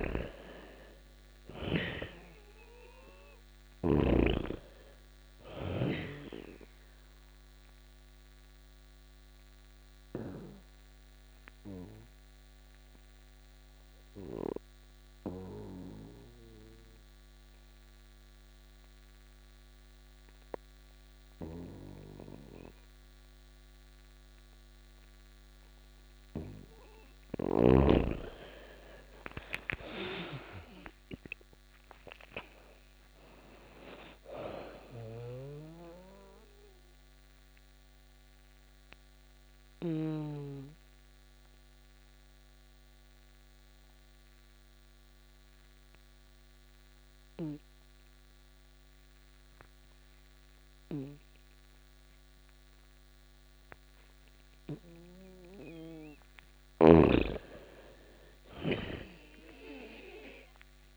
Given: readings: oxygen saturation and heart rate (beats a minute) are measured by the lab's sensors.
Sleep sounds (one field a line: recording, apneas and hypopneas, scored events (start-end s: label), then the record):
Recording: breathing in sleep by a microphone on the trachea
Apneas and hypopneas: 2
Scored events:
0.00-3.00 s: arousal
0.00-3.50 s: snoring (device-marked)
6.00-25.50 s: obstructive apnea (oxygen 97% before, 85% lowest)
7.50-21.50 s: oxygen desaturation (device-marked, oxygen 97% before, 86% lowest)
27.00-31.00 s: arousal
32.50-52.50 s: oxygen desaturation (device-marked, oxygen 98% before, 87% lowest)
34.00-39.50 s: snoring (device-marked)
34.00-55.00 s: obstructive apnea (oxygen 98% before, 85% lowest)
56.00-60.50 s: snoring (device-marked)
59.00-60.97 s: arousal
From the record:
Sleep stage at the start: N2 (light sleep)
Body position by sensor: on the back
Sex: female